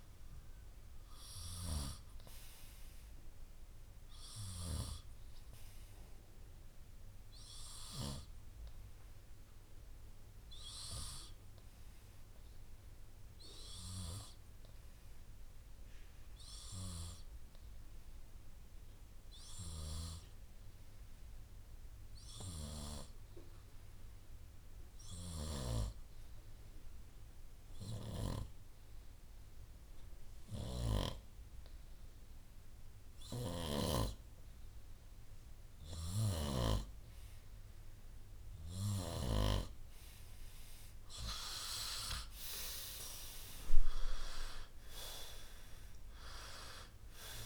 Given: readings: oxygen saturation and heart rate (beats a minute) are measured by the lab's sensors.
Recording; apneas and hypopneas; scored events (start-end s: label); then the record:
breathing in sleep by a room microphone; 1
8.00-37.00 s: hypopnea (oxygen 95% before, 90% lowest, heart rate 63 before, 58 extreme, up 6 after)
36.00-47.46 s: oxygen desaturation (device-marked, oxygen 96% before, 90% lowest, heart rate 62 before, 59 extreme)
40.50-44.00 s: arousal
From the record:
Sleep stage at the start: N2 (light sleep); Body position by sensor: on the right side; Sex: male